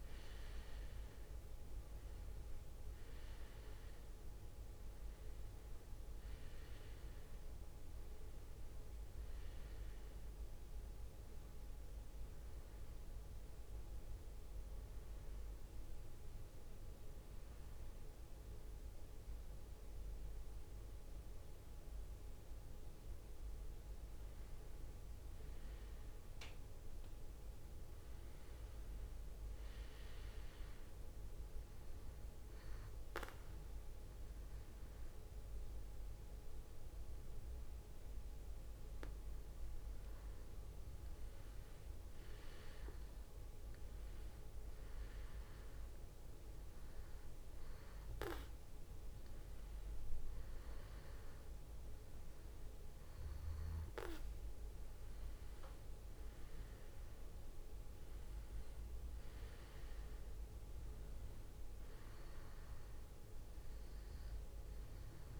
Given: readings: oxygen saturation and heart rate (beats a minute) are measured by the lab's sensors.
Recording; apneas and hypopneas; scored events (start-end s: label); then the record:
breathing in sleep, hard to hear, by a room microphone; 1
5.50-9.50 s: arousal
12.50-24.00 s: hypopnea (oxygen 98% before, 94% lowest, heart rate 72 before, 58 extreme, up 6 after)
19.00-65.40 s: new sleep stage, N2 (light sleep)
27.00-31.00 s: arousal
32.00-40.00 s: oxygen desaturation (device-marked, oxygen 98% before, 94% lowest, heart rate 61 before, 61 extreme)
From the record:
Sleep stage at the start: N1 (lightest sleep); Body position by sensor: on the back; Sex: male